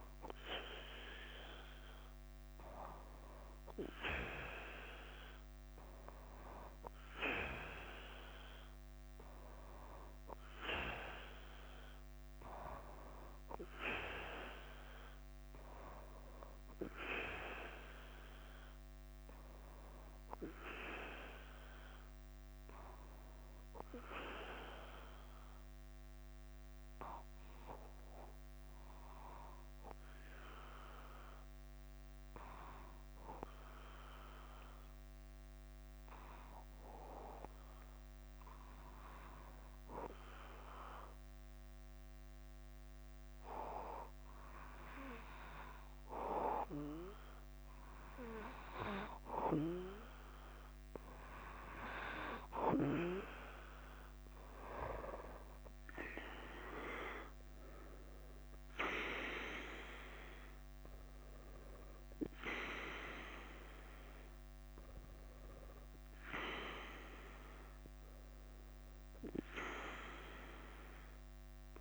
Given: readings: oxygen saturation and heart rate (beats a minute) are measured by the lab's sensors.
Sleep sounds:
breathing in sleep by a microphone on the trachea; 1
0.00-71.81 s: bradycardia (device-marked, heart rate 45 extreme)
24.00-49.00 s: obstructive apnea (oxygen 98% before, 92% lowest, heart rate 52 before, 47 extreme, up 7 after)
57.00-62.50 s: arousal
From the record:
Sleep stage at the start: N2 (light sleep); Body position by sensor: on the back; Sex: male

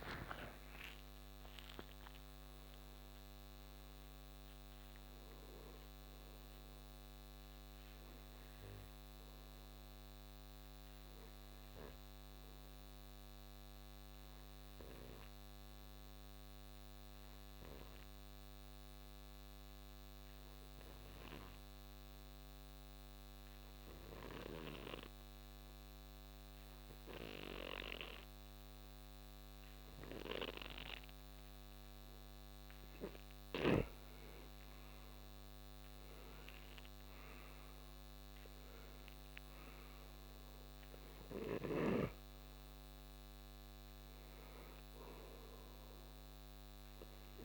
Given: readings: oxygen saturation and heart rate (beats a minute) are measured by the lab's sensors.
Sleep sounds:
breathing in sleep by a microphone on the trachea; 1
0.00-2.50 s: arousal
0.00-19.00 s: oxygen desaturation (device-marked, oxygen 88% lowest, heart rate 58 extreme)
11.50-31.50 s: obstructive apnea (oxygen 95% before, 84% lowest, heart rate 71 before, 59 extreme, up 11 after)
34.00-47.45 s: oxygen desaturation (device-marked, oxygen 96% before, 86% lowest, heart rate 62 before, 59 extreme)
36.00-41.50 s: arousal
From the record:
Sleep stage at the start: N2 (light sleep); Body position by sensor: on the right side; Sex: male

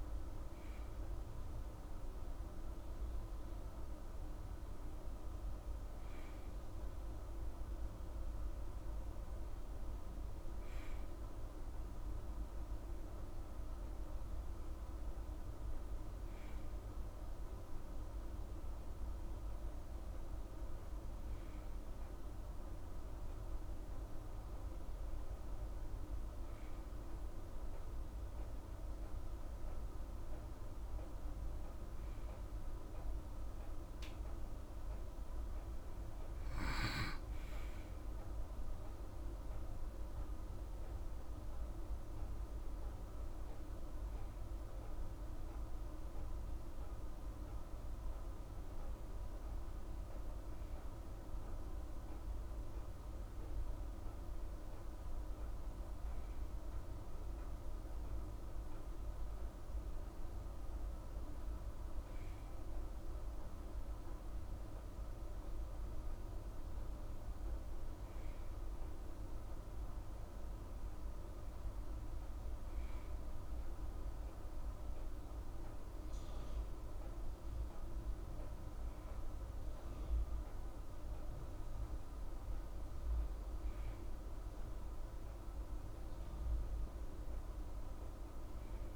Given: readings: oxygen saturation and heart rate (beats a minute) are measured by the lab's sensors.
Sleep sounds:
breathing in sleep, hard to hear, by a room microphone; none
none scored
From the record:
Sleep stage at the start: N2 (light sleep); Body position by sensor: on the right side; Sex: female

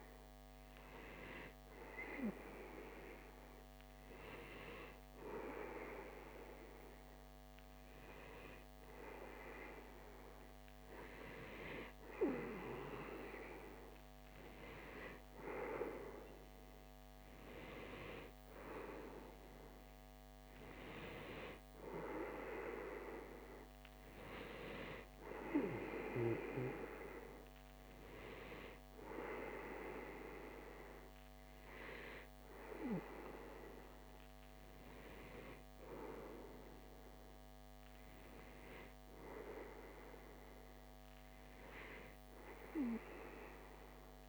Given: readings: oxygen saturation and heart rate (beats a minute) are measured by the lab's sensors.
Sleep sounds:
breathing in sleep by a microphone on the trachea; none
none scored
From the record:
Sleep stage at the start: REM sleep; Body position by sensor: on the back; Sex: male

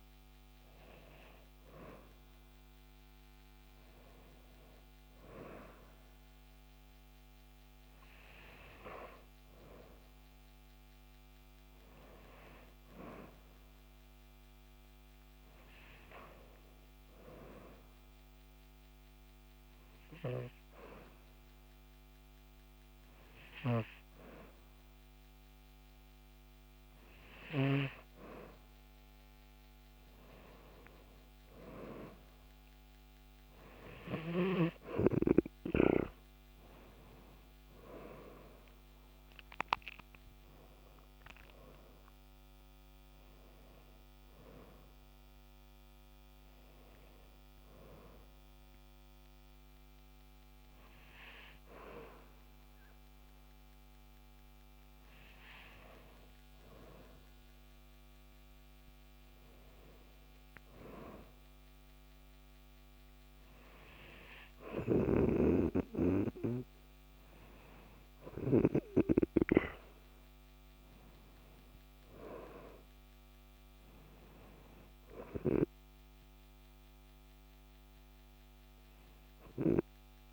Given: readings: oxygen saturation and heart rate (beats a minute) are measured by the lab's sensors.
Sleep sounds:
breathing in sleep by a microphone on the trachea; none
none scored
From the record:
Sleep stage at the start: N2 (light sleep); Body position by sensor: on the back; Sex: male

